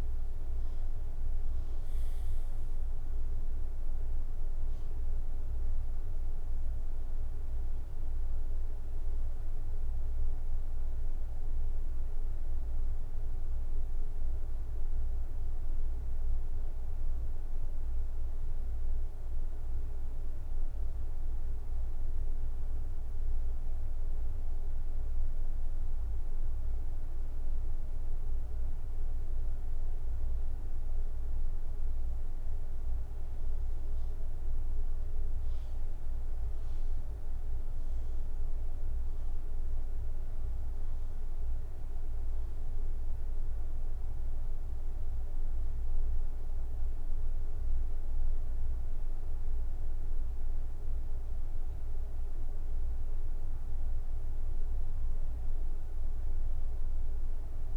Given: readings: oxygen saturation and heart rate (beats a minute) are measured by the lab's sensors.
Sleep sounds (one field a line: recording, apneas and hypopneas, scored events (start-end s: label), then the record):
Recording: breathing in sleep, hard to hear, by a room microphone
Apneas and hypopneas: none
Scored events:
6.50-8.50 s: long interval between heartbeats (device-marked, heart rate 77 before, 84 extreme)
From the record:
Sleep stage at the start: N2 (light sleep)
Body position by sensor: on the right side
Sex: male